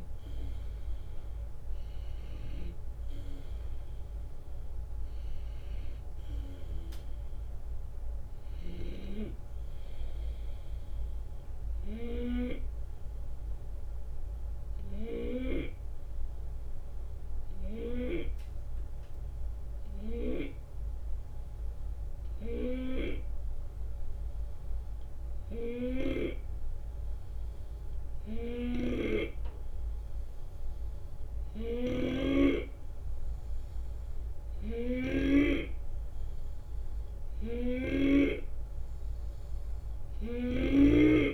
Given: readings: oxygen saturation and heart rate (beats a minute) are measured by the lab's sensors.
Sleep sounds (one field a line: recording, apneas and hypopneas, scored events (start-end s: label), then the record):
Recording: breathing in sleep by a room microphone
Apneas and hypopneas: 1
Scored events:
0.00-1.50 s: arousal
0.00-9.50 s: drop in pulse transit time (device-marked, heart rate 76 extreme)
12.50-35.50 s: hypopnea (oxygen 92% before, 90% lowest, heart rate 76 before, 72 extreme, up 3 after)
28.50-32.50 s: snoring (device-marked)
34.50-38.00 s: snoring (device-marked)
37.50-40.50 s: arousal
40.00-41.34 s: snoring (device-marked)
From the record:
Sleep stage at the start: N2 (light sleep)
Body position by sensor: on the left side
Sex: male